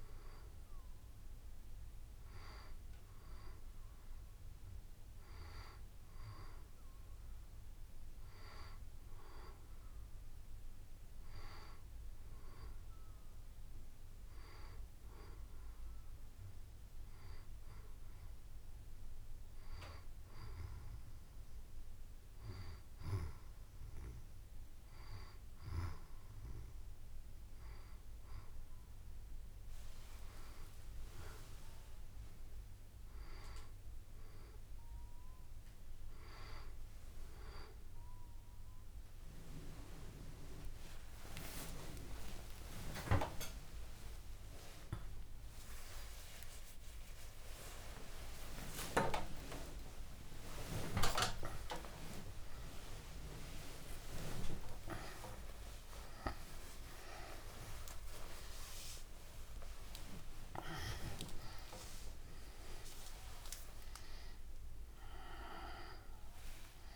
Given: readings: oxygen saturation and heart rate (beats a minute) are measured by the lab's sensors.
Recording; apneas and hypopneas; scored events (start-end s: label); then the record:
a person awake in a sleep study, by a room microphone; none
26.00-66.96 s: new sleep stage, awake
34.50-36.50 s: long interval between heartbeats (device-marked, heart rate 72 before, 78 extreme)
40.50-42.50 s: long interval between heartbeats (device-marked, heart rate 73 before, 80 extreme)
43.00-45.00 s: long interval between heartbeats (device-marked, heart rate 75 before, 100 extreme)
45.50-47.50 s: long interval between heartbeats (device-marked, heart rate 78 before, 112 extreme)
48.00-50.00 s: long interval between heartbeats (device-marked, heart rate 85 before, 133 extreme)
50.00-52.00 s: long interval between heartbeats (device-marked, heart rate 92 before, 160 extreme)
52.00-54.00 s: long interval between heartbeats (device-marked, heart rate 101 before, 184 extreme)
56.00-58.00 s: long interval between heartbeats (device-marked, heart rate 124 before, 199 extreme)
58.50-60.50 s: long interval between heartbeats (device-marked, heart rate 137 before, 195 extreme)
64.00-66.00 s: long interval between heartbeats (device-marked, heart rate 166 before, 138 extreme)
From the record:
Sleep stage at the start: N2 (light sleep); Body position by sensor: on the back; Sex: female